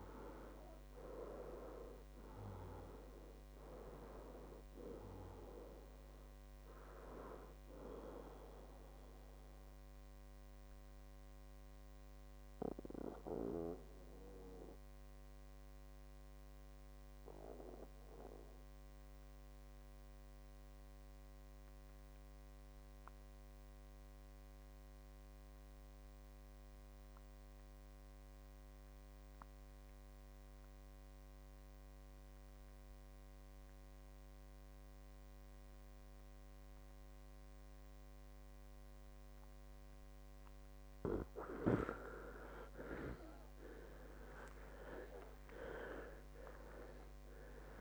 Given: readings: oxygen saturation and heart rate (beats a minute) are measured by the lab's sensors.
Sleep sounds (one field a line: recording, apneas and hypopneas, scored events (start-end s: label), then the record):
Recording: breathing in sleep by a microphone on the trachea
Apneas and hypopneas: 1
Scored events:
0.50-5.00 s: arousal
9.00-42.00 s: mixed apnea (oxygen 100% before, 88% lowest, heart rate 68 before, 58 extreme, up 24 after)
33.50-47.81 s: oxygen desaturation (device-marked, oxygen 98% before, 88% lowest, heart rate 60 before, 55 extreme)
44.00-47.81 s: arousal
From the record:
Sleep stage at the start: N2 (light sleep)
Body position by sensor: on the back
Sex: male